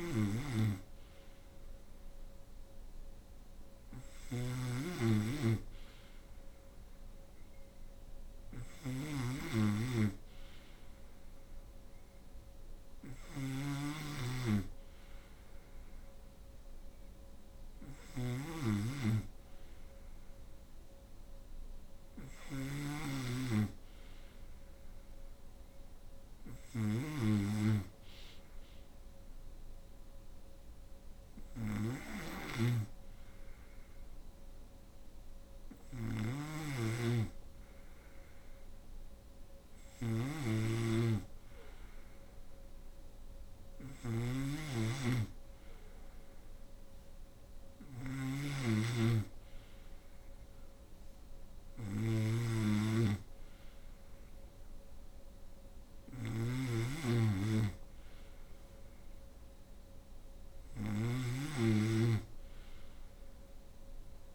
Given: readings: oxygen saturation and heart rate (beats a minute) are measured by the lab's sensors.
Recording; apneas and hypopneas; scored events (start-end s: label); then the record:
breathing in sleep by a room microphone; none
0.00-64.35 s: snoring (device-marked)
From the record:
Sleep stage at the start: N2 (light sleep); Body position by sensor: on the right side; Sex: female